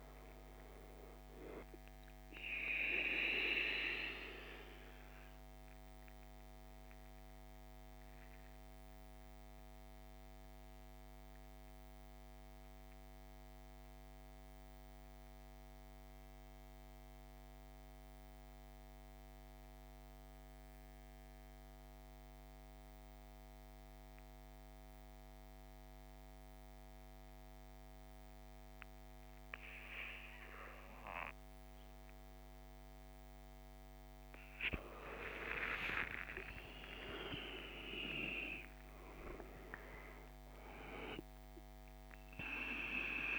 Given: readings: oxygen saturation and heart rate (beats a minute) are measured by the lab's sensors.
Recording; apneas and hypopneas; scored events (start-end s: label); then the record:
breathing in sleep by a microphone on the trachea; 1
0.00-24.00 s: oxygen desaturation (device-marked, oxygen 79% lowest, heart rate 50 extreme)
3.50-33.50 s: obstructive apnea (oxygen 99% before, 79% lowest, heart rate 65 before, 50 extreme, up 16 after)
30.00-43.39 s: oxygen desaturation (device-marked, oxygen 99% before, 79% lowest, heart rate 53 before, 53 extreme)
34.50-40.00 s: arousal
From the record:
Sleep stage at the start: REM sleep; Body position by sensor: on the right side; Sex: male